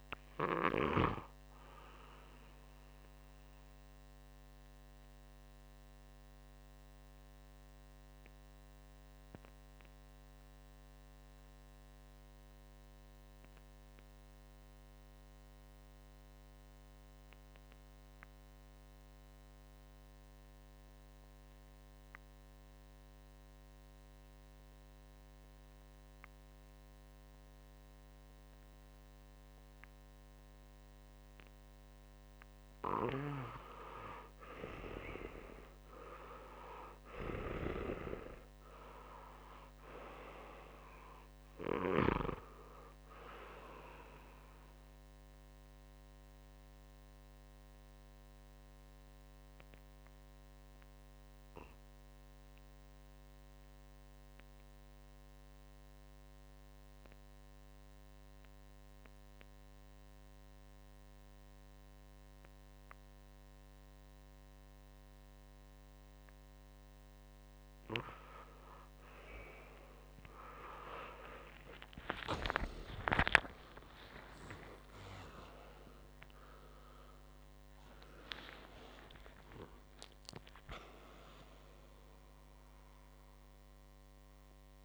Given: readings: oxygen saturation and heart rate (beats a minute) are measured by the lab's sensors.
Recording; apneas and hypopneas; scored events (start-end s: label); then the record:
breathing in sleep by a microphone on the trachea; 2
0.00-21.00 s: oxygen desaturation (device-marked, oxygen 86% lowest, heart rate 52 extreme)
2.00-32.00 s: obstructive apnea (oxygen 99% before, 86% lowest, heart rate 60 before, 52 extreme, up 8 after)
35.00-38.50 s: arousal
35.00-55.00 s: oxygen desaturation (device-marked, oxygen 99% before, 90% lowest, heart rate 60 before, 59 extreme)
44.00-66.00 s: obstructive apnea (oxygen 100% before, 90% lowest, heart rate 63 before, 58 extreme, up 57 after)
69.00-75.00 s: tachycardia (device-marked, heart rate 62 before, 121 extreme)
70.50-76.00 s: arousal
72.00-84.85 s: oxygen desaturation (device-marked, oxygen 98% before, 94% lowest, heart rate 65 before, 58 extreme)
76.00-79.00 s: tachycardia (device-marked, heart rate 63 before, 119 extreme)
From the record:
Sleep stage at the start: REM sleep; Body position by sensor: on the back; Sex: male